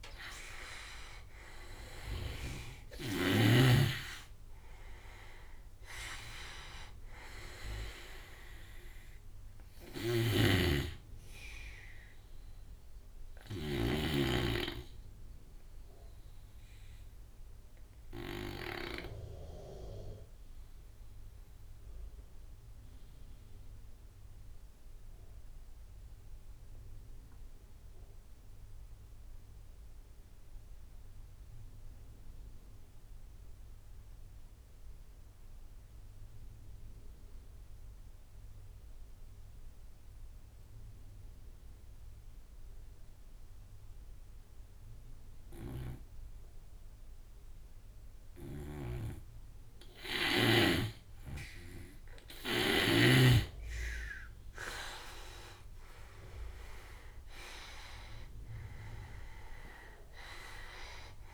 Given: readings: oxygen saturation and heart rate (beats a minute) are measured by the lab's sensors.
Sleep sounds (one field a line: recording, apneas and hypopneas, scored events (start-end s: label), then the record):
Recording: breathing in sleep by a room microphone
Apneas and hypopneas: 1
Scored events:
0.00-2.00 s: snoring (device-marked)
0.00-15.00 s: oxygen desaturation (device-marked, oxygen 86% lowest)
9.00-18.00 s: snoring (device-marked)
16.50-45.00 s: obstructive apnea (oxygen 96% before, 83% lowest)
34.00-49.00 s: oxygen desaturation (device-marked, oxygen 99% before, 91% lowest)
44.50-52.00 s: snoring (device-marked)
50.50-54.50 s: arousal
51.00-61.33 s: oxygen desaturation (device-marked, oxygen 93% before, 83% lowest)
From the record:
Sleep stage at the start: N2 (light sleep)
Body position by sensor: on the right side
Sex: male